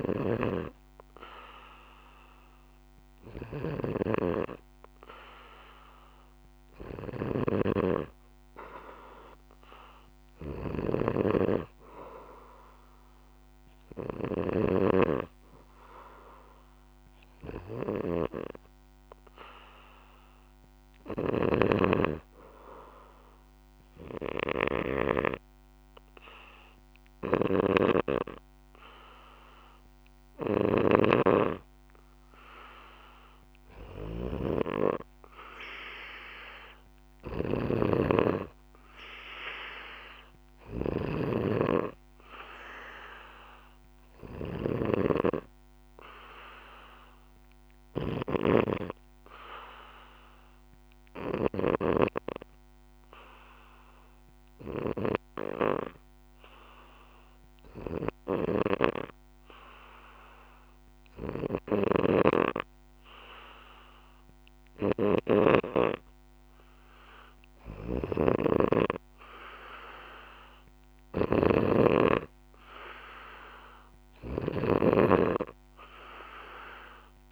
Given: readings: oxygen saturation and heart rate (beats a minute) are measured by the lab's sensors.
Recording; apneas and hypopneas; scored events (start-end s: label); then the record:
breathing in sleep by a microphone on the trachea; 2
0.00-4.00 s: snoring (device-marked)
10.50-14.50 s: snoring (device-marked)
20.00-33.00 s: hypopnea (oxygen 96% before, 92% lowest, heart rate 60 before, 59 extreme)
21.00-25.00 s: snoring (device-marked)
27.00-52.00 s: snoring (device-marked)
35.50-38.50 s: arousal
49.00-64.00 s: obstructive apnea (oxygen 95% before, 92% lowest, heart rate 61 before, 60 extreme, up 4 after)
61.50-65.50 s: snoring (device-marked)
67.00-70.50 s: arousal
67.50-77.32 s: snoring (device-marked)
74.00-77.32 s: oxygen desaturation (device-marked, oxygen 95% before, 92% lowest, heart rate 62 before, 61 extreme)
From the record:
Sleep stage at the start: N2 (light sleep); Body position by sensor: on the back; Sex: male